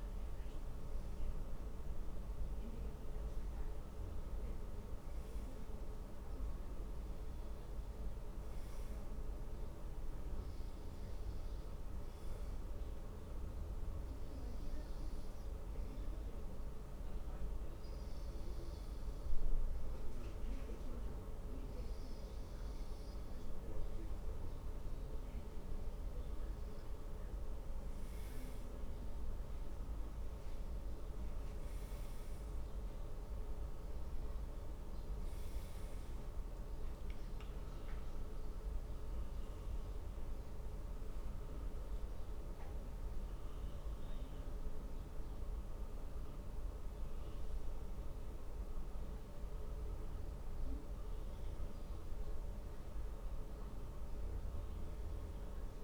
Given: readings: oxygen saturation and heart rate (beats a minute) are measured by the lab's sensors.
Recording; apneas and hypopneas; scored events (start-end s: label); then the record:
breathing in sleep, hard to hear, by a room microphone; none
54.00-55.84 s: arousal
From the record:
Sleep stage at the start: N2 (light sleep); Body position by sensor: on the back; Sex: male